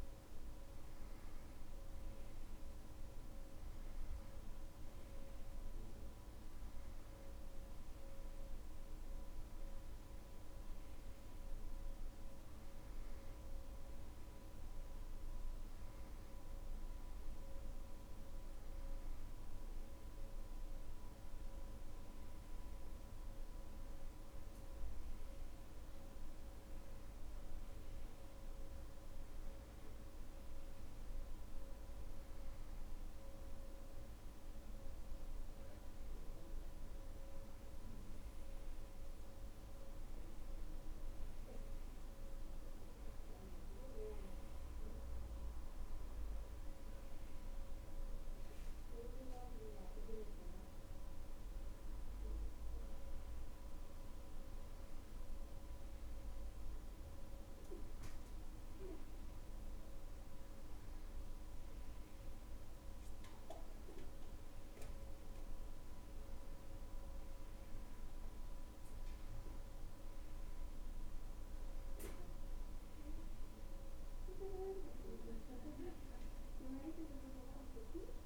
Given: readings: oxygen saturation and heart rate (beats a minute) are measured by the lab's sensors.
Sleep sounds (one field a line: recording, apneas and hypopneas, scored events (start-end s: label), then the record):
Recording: breathing in sleep by a room microphone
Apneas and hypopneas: none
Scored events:
none scored
From the record:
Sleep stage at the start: N2 (light sleep)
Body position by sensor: on the back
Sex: male